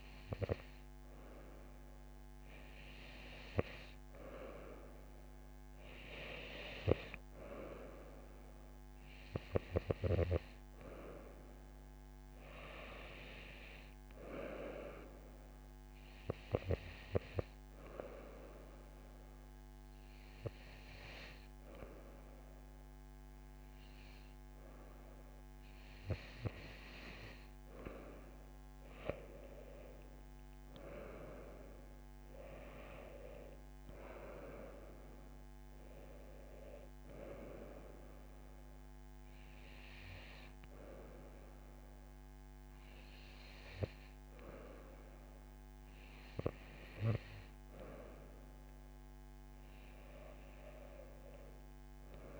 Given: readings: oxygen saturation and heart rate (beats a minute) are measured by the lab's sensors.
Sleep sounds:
breathing in sleep by a microphone on the trachea; none
none scored
From the record:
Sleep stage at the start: N2 (light sleep); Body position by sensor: on the right side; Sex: female

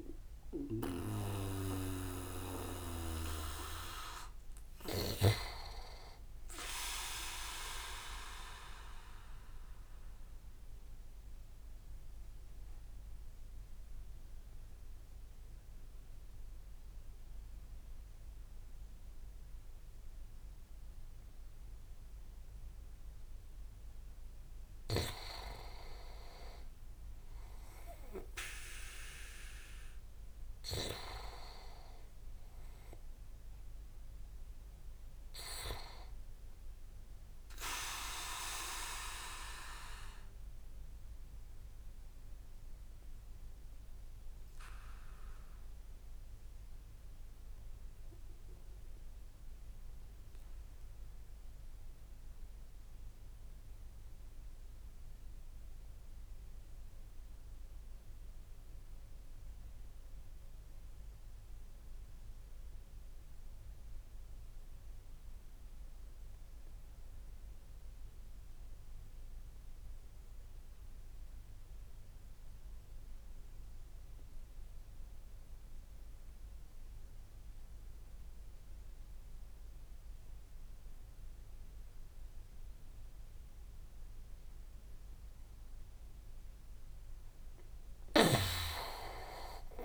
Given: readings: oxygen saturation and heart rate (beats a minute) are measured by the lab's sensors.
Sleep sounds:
breathing in sleep by a room microphone; 2
0.00-5.00 s: snoring (device-marked)
0.00-18.00 s: oxygen desaturation (device-marked, oxygen 84% lowest, heart rate 61 extreme)
8.50-26.00 s: obstructive apnea (oxygen 94% before, 84% lowest, heart rate 77 before, 61 extreme, up 11 after)
28.50-32.50 s: arousal
39.00-85.50 s: obstructive apnea (oxygen 99% before, 91% lowest, heart rate 68 before, 49 extreme, up 37 after)
76.00-89.00 s: oxygen desaturation (device-marked, oxygen 98% before, 94% lowest, heart rate 79 before, 49 extreme)
87.50-89.85 s: snoring (device-marked)
From the record:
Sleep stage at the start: REM sleep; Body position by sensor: on the back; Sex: male

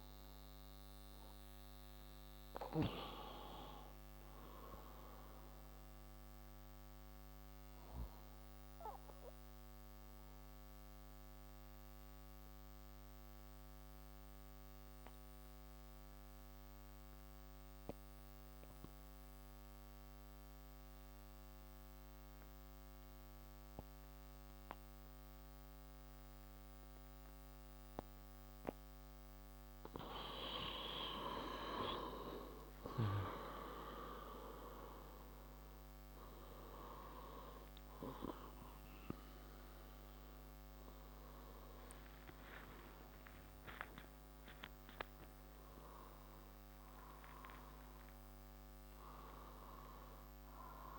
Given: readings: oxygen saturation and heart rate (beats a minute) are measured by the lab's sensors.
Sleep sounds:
breathing in sleep by a microphone on the trachea; 1
0.00-12.50 s: oxygen desaturation (device-marked, oxygen 89% lowest)
0.50-3.50 s: arousal
8.50-30.00 s: obstructive apnea (oxygen 96% before, 89% lowest)
29.50-50.98 s: oxygen desaturation (device-marked, oxygen 97% before, 91% lowest)
31.00-34.50 s: arousal
From the record:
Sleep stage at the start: N2 (light sleep); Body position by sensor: on the left side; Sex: male

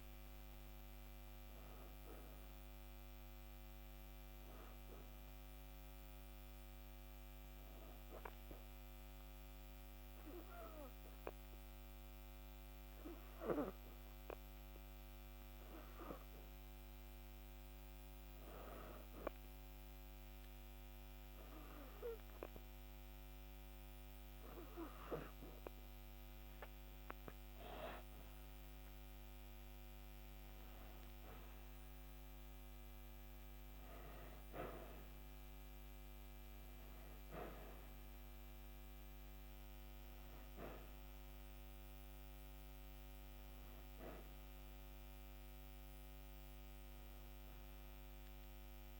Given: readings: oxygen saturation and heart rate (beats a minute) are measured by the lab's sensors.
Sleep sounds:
breathing in sleep by a microphone on the trachea; 1
9.00-24.00 s: hypopnea (oxygen 93% before, 89% lowest, heart rate 58 before, 63 extreme, up 6 after)
25.50-29.00 s: arousal
36.00-49.00 s: oxygen desaturation (device-marked, oxygen 92% before, 89% lowest, heart rate 67 before, 53 extreme)
From the record:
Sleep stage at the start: N2 (light sleep); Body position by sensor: on the back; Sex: female

